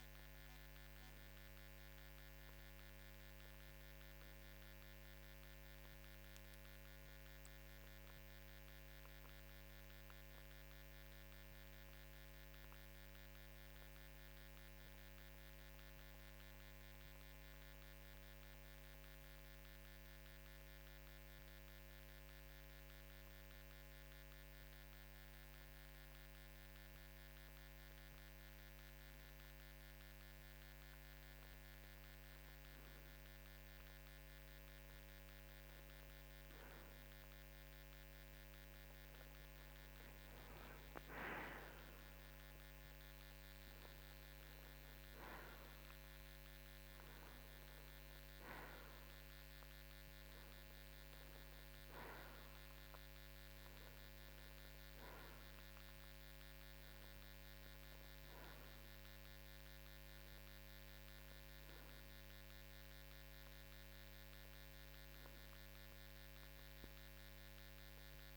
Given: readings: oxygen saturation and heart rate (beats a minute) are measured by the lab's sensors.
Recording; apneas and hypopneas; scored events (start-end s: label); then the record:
breathing in sleep, hard to hear, by a microphone on the trachea; 1
4.50-31.50 s: obstructive apnea (oxygen 94% before, 92% lowest, heart rate 55 before, 52 extreme, up 1 after)
33.50-38.50 s: arousal
64.00-68.00 s: arousal
From the record:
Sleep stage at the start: N2 (light sleep); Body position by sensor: on the right side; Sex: male